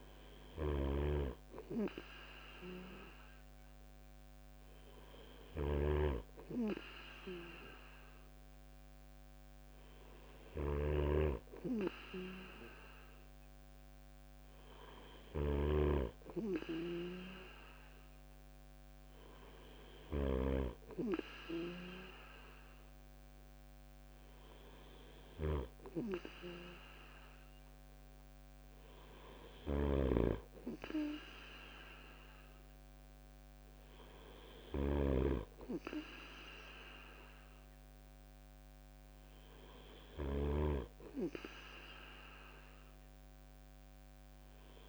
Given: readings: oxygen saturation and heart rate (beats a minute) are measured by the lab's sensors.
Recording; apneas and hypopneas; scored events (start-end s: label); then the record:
breathing in sleep by a microphone on the trachea; none
0.00-44.88 s: snoring (device-marked)
From the record:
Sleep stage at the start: N2 (light sleep); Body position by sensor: on the right side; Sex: male